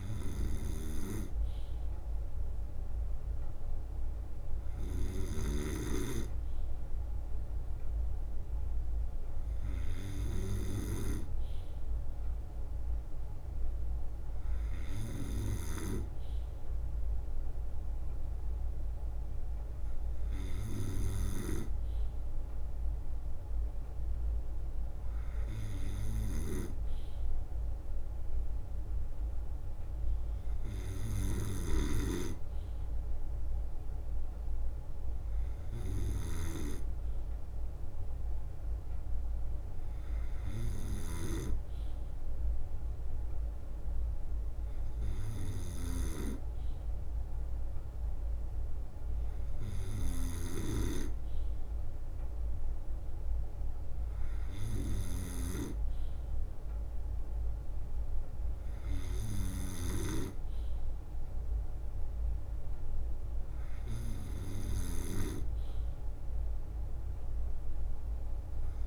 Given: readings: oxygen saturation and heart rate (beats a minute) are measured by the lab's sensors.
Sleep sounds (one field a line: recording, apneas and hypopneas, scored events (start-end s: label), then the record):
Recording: breathing in sleep by a room microphone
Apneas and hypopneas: none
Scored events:
0.00-1.00 s: leg movement (device-marked)
0.00-4.50 s: drop in pulse transit time (device-marked, heart rate 63 extreme)
0.00-15.00 s: snoring (device-marked)
4.50-10.00 s: leg movement (device-marked)
10.50-14.50 s: leg movement (device-marked)
21.00-68.87 s: snoring (device-marked)
26.50-29.00 s: leg movement (device-marked)
33.50-39.50 s: leg movement (device-marked)
41.50-45.00 s: leg movement (device-marked)
53.00-61.50 s: leg movement (device-marked)
From the record:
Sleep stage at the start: N2 (light sleep)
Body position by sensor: on the right side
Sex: male